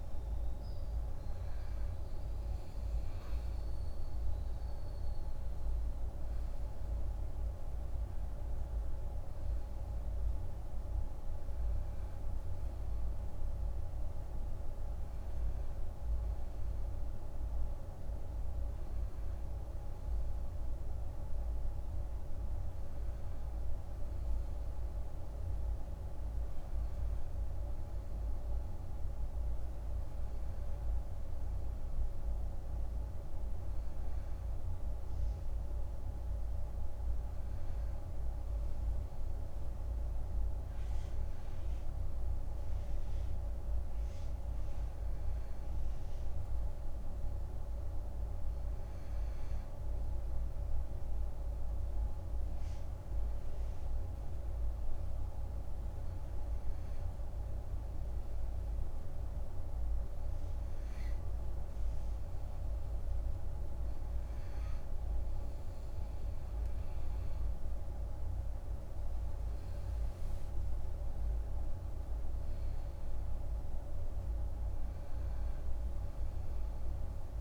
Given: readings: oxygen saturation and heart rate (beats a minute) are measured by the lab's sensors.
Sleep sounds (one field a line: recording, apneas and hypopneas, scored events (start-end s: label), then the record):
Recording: breathing in sleep, hard to hear, by a room microphone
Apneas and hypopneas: none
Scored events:
none scored
From the record:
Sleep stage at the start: N2 (light sleep)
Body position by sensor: on the back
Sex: male